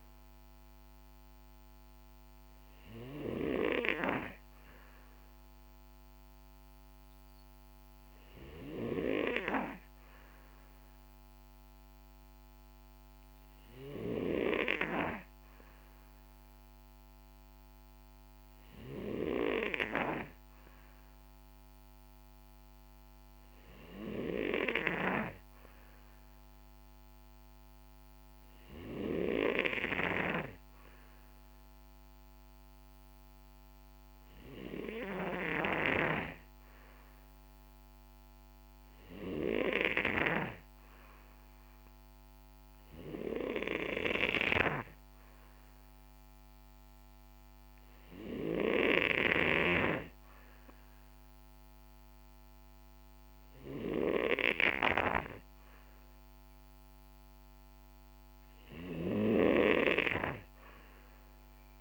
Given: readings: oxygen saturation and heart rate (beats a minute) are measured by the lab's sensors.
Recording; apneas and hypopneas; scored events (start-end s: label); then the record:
breathing in sleep by a microphone on the trachea; 1
31.50-49.50 s: obstructive apnea (oxygen 94% before, 91% lowest, heart rate 60 before, 59 extreme, up 3 after)
51.50-54.50 s: arousal
From the record:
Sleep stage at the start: N2 (light sleep); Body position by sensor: on the back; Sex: male